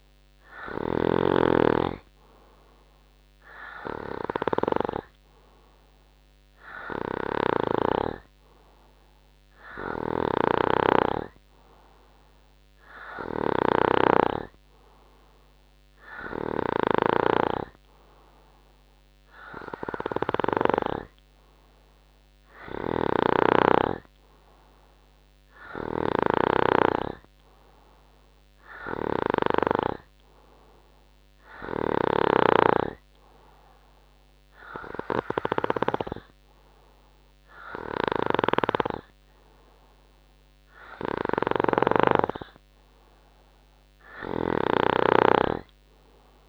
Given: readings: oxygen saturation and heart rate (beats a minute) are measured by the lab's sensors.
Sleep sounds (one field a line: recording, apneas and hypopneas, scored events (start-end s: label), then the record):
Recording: breathing in sleep by a microphone on the trachea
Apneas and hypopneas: none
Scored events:
0.00-1.50 s: snoring (device-marked)
10.00-32.50 s: snoring (device-marked)
41.50-46.49 s: snoring (device-marked)
From the record:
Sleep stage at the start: N2 (light sleep)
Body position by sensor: on the right side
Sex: male